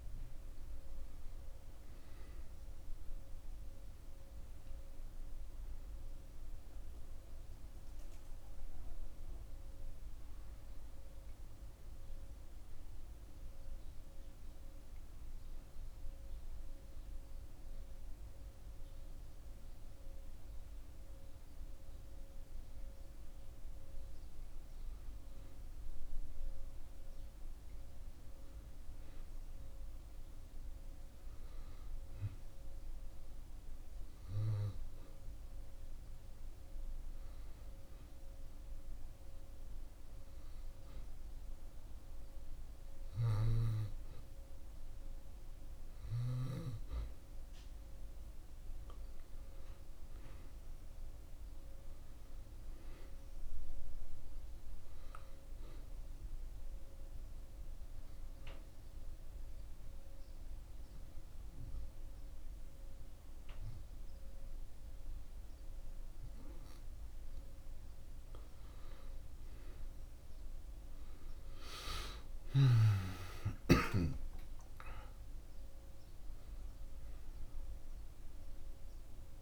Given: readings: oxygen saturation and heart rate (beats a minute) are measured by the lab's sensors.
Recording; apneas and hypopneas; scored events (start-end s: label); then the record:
breathing in sleep by a room microphone; 3
3.00-22.00 s: oxygen desaturation (device-marked, oxygen 96% before, 92% lowest)
14.50-25.00 s: obstructive apnea (oxygen 96% before, 90% lowest)
26.50-30.00 s: arousal
33.50-45.00 s: hypopnea (oxygen 97% before, 87% lowest)
47.50-51.50 s: arousal
55.00-70.00 s: oxygen desaturation (device-marked, oxygen 94% before, 91% lowest)
56.00-67.00 s: obstructive apnea (oxygen 96% before, 87% lowest)
72.50-77.50 s: arousal
From the record:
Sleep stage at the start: N2 (light sleep); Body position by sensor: on the back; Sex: male